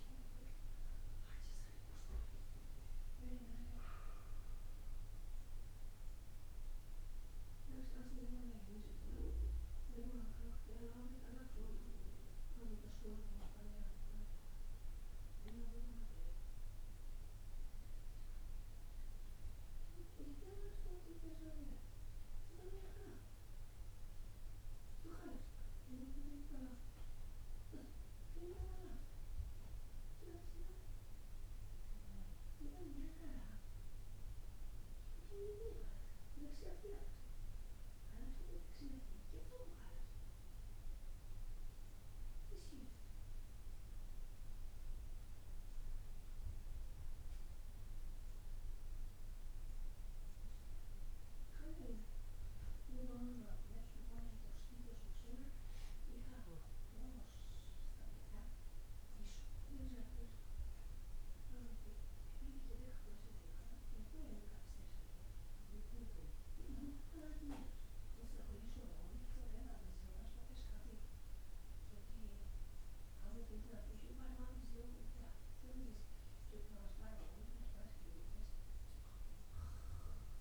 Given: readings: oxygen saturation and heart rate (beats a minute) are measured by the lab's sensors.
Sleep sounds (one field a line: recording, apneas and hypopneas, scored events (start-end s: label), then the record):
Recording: breathing in sleep by a room microphone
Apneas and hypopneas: none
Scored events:
none scored
From the record:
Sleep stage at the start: N2 (light sleep)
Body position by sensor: on the back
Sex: male